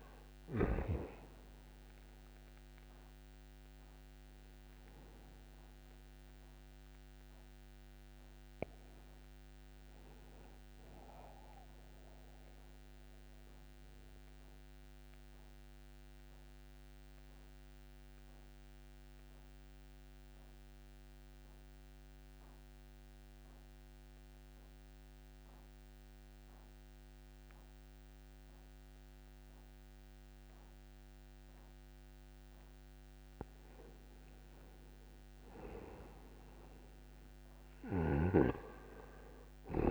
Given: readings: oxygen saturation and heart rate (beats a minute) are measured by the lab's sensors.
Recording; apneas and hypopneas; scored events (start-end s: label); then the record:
breathing in sleep by a microphone on the trachea; 1
0.00-20.50 s: oxygen desaturation (device-marked, oxygen 84% lowest, heart rate 60 extreme)
14.00-31.50 s: central apnea (oxygen 95% before, 85% lowest, heart rate 73 before, 60 extreme, up 10 after)
34.00-38.00 s: arousal
From the record:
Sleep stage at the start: N2 (light sleep); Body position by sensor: on the right side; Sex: male